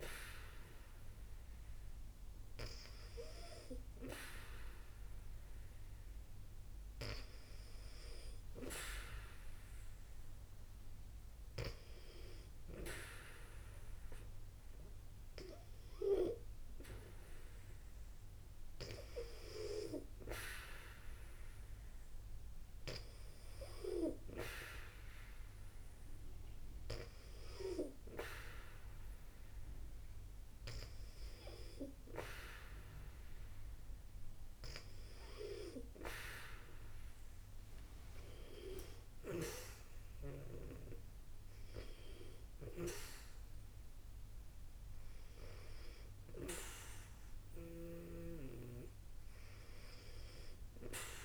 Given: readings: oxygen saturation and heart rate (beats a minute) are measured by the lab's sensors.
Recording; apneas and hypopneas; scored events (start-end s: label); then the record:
breathing in sleep by a room microphone; none
none scored
From the record:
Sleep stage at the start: N2 (light sleep); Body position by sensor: on the back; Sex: female